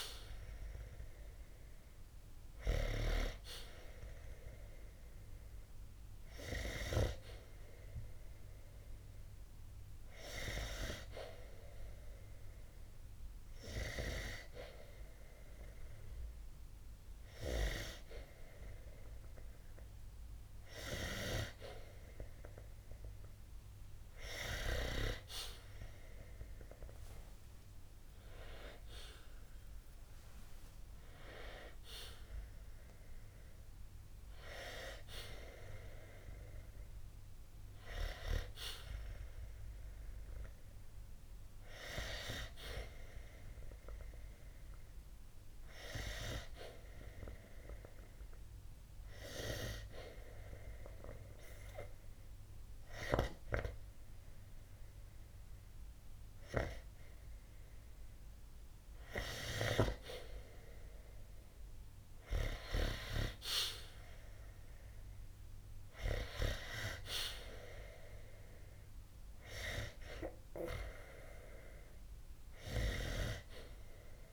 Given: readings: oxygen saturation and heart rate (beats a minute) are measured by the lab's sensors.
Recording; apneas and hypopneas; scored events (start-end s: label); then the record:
breathing in sleep by a room microphone; 2
9.50-21.50 s: hypopnea (oxygen 94% before, 91% lowest, heart rate 76 before, 61 extreme, up 56 after)
25.00-28.00 s: arousal
48.00-59.50 s: hypopnea (oxygen 95% before, 91% lowest, heart rate 84 before, 60 extreme, up 2 after)
61.50-65.00 s: arousal
66.00-74.33 s: oxygen desaturation (device-marked, oxygen 95% before, 91% lowest, heart rate 67 before, 50 extreme)
From the record:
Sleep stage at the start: N2 (light sleep); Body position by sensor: on the back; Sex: male